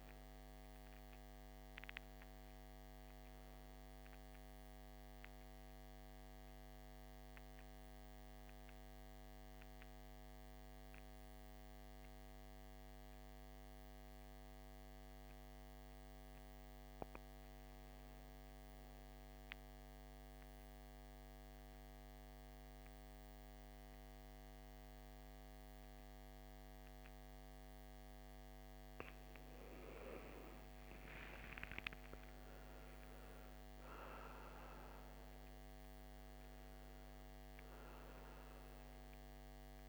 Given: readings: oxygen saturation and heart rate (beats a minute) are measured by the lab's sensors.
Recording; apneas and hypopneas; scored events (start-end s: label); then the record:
breathing in sleep, hard to hear, by a microphone on the trachea; 1
0.00-7.00 s: oxygen desaturation (device-marked, oxygen 90% lowest, heart rate 54 extreme)
6.00-17.00 s: central apnea (oxygen 98% before, 90% lowest, heart rate 63 before, 54 extreme, up 3 after)
19.00-21.50 s: arousal
28.00-39.89 s: oxygen desaturation (device-marked, oxygen 98% before, 90% lowest, heart rate 55 before, 54 extreme)
From the record:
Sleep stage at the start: N2 (light sleep); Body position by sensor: on the back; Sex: male